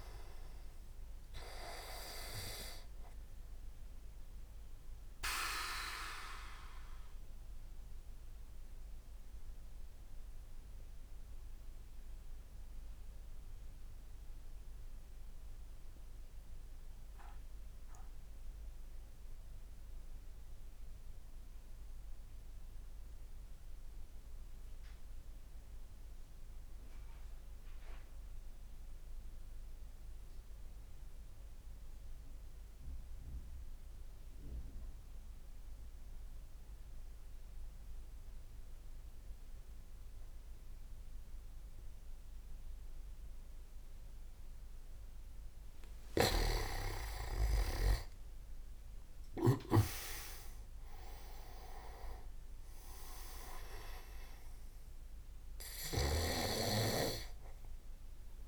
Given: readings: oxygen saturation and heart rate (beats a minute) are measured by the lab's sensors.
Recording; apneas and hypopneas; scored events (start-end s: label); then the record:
breathing in sleep by a room microphone; 1
0.00-3.00 s: oxygen desaturation (device-marked, oxygen 93% lowest)
5.00-45.00 s: mixed apnea (oxygen 98% before, 93% lowest)
42.00-58.48 s: oxygen desaturation (device-marked, oxygen 99% before, 93% lowest)
46.00-47.50 s: leg movement (device-marked)
46.00-49.50 s: snoring (device-marked)
46.50-52.00 s: arousal
55.50-58.48 s: snoring (device-marked)
From the record:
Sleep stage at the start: N2 (light sleep); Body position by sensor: on the back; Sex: male